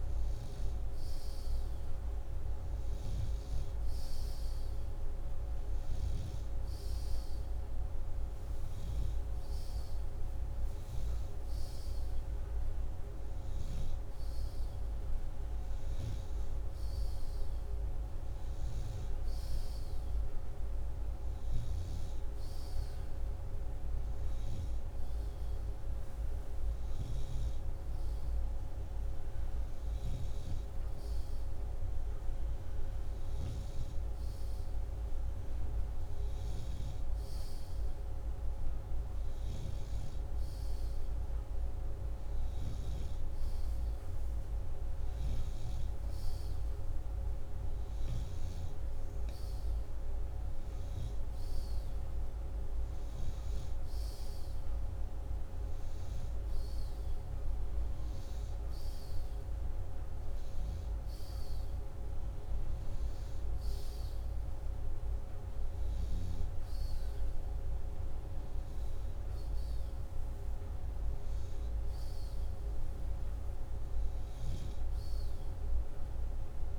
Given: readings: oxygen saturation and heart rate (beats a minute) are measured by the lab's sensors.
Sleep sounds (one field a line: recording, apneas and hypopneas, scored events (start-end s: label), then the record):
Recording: breathing in sleep, hard to hear, by a room microphone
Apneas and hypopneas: none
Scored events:
none scored
From the record:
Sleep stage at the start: N2 (light sleep)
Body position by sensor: upright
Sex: male